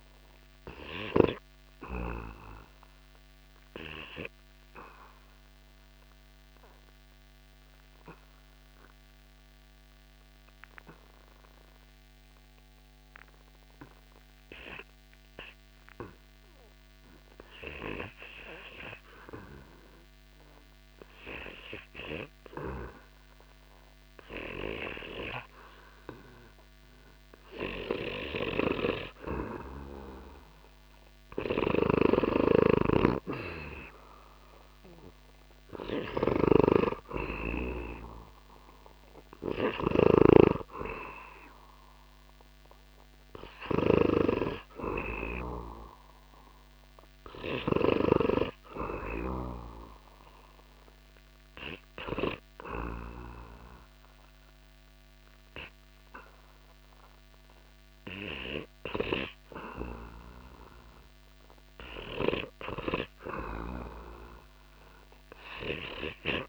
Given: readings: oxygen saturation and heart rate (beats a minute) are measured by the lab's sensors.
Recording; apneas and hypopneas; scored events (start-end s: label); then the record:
breathing in sleep by a microphone on the trachea; 1
0.00-13.50 s: oxygen desaturation (device-marked, oxygen 89% lowest)
1.00-28.00 s: obstructive apnea (oxygen 97% before, 84% lowest)
28.50-66.49 s: oxygen desaturation (device-marked, oxygen 99% before, 84% lowest)
30.00-32.50 s: arousal
30.50-43.50 s: snoring (device-marked)
From the record:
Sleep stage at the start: REM sleep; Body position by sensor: on the back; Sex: male